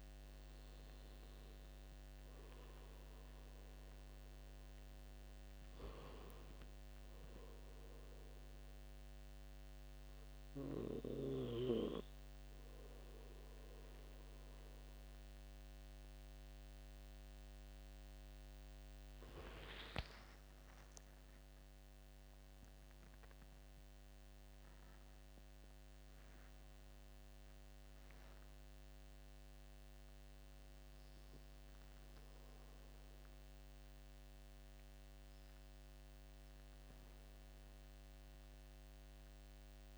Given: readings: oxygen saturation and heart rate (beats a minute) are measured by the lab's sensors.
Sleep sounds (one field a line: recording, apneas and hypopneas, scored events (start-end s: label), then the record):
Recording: breathing in sleep by a microphone on the trachea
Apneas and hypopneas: none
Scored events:
0.00-11.00 s: oxygen desaturation (device-marked, oxygen 91% lowest, heart rate 67 extreme)
18.00-23.00 s: arousal
28.00-39.98 s: oxygen desaturation (device-marked, oxygen 97% before, 94% lowest, heart rate 76 before, 73 extreme)
From the record:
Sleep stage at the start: N2 (light sleep)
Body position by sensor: on the right side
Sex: male